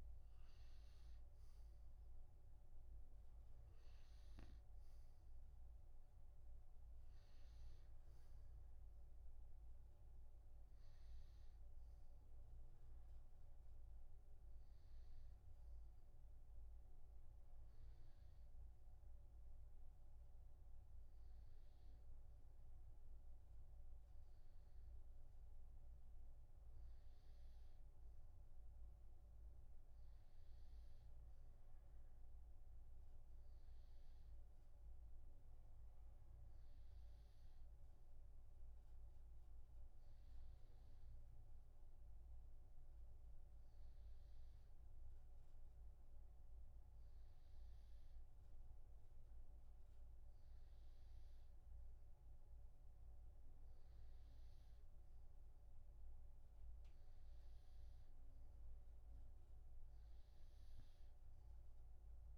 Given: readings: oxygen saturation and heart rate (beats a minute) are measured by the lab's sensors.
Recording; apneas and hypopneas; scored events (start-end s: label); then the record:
breathing in sleep, hard to hear, by a room microphone; none
none scored
From the record:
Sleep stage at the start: N2 (light sleep); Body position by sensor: on the right side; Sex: male